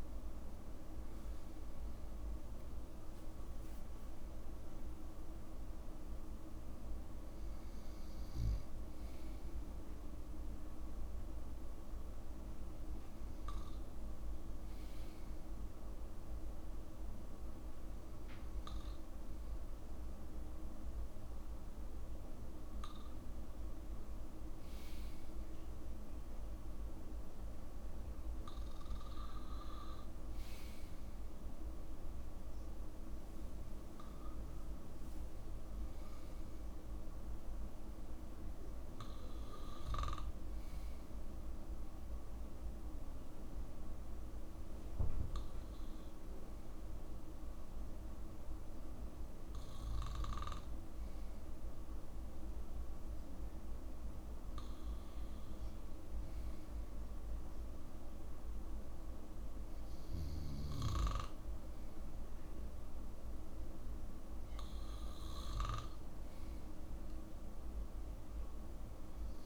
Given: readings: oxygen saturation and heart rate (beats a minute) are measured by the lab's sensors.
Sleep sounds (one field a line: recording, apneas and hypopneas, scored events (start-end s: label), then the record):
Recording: breathing in sleep, hard to hear, by a room microphone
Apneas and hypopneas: none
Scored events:
none scored
From the record:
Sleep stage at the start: REM sleep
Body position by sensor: on the back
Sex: male